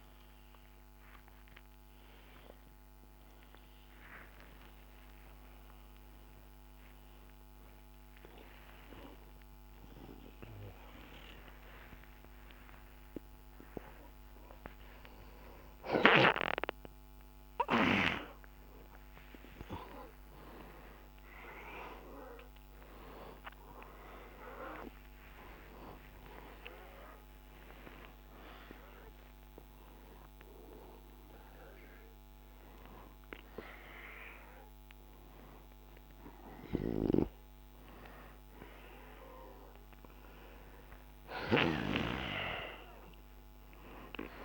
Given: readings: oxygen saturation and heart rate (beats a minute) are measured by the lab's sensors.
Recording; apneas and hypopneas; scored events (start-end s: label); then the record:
a person awake in a sleep study, by a microphone on the trachea; none
none scored
From the record:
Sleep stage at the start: awake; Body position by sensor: on the back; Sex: male